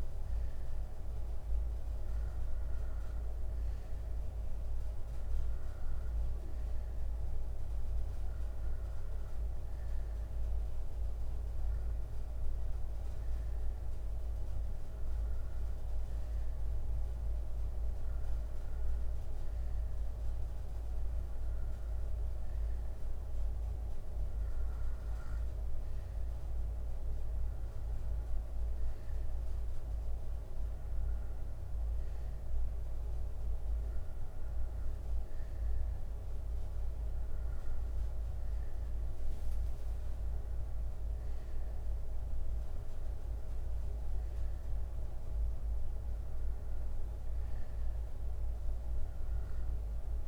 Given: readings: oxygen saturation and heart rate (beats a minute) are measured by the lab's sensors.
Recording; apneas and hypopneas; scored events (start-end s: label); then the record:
breathing in sleep, hard to hear, by a room microphone; none
none scored
From the record:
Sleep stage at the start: N2 (light sleep); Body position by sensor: on the right side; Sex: male